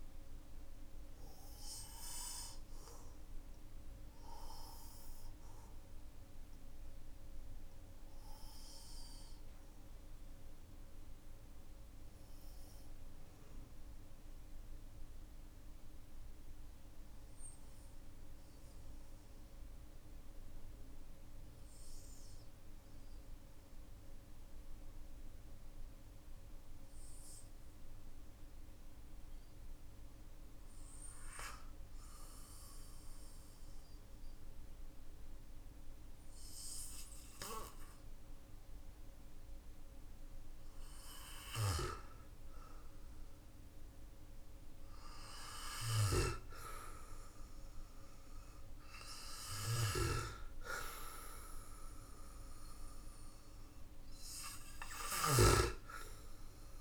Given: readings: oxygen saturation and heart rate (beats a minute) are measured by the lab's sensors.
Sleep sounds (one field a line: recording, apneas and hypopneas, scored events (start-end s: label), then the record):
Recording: breathing in sleep by a room microphone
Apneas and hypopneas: 1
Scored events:
0.00-24.00 s: oxygen desaturation (device-marked, oxygen 93% lowest, heart rate 46 extreme)
2.50-43.00 s: obstructive apnea (oxygen 98% before, 93% lowest, heart rate 52 before, 42 extreme)
30.00-56.81 s: new sleep stage, N2 (light sleep)
44.00-48.50 s: arousal
54.00-56.81 s: snoring (device-marked)
From the record:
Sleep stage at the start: N1 (lightest sleep)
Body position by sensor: on the back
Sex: male